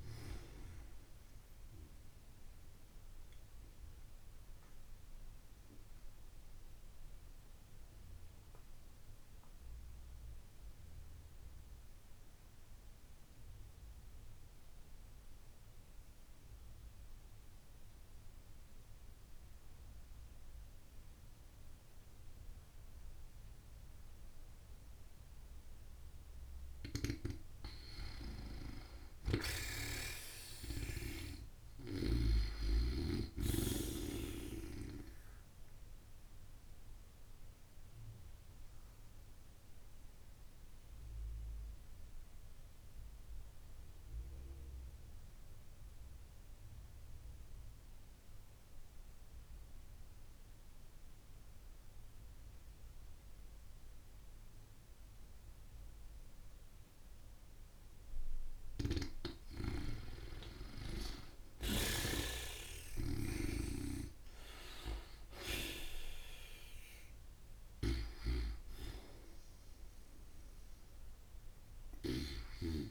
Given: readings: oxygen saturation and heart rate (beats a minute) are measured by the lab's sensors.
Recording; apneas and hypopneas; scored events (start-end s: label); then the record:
breathing in sleep by a room microphone; 2
0.00-4.00 s: oxygen desaturation (device-marked, oxygen 88% lowest)
2.00-25.00 s: obstructive apnea (oxygen 94% before, 89% lowest)
27.50-31.00 s: arousal
32.00-38.00 s: oxygen desaturation (device-marked, oxygen 94% before, 89% lowest)
35.00-57.50 s: obstructive apnea (oxygen 94% before, 87% lowest)
60.00-69.00 s: oxygen desaturation (device-marked, oxygen 95% before, 89% lowest)
60.50-64.50 s: arousal
61.50-72.50 s: snoring (device-marked)
From the record:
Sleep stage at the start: N2 (light sleep); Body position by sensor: on the back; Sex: female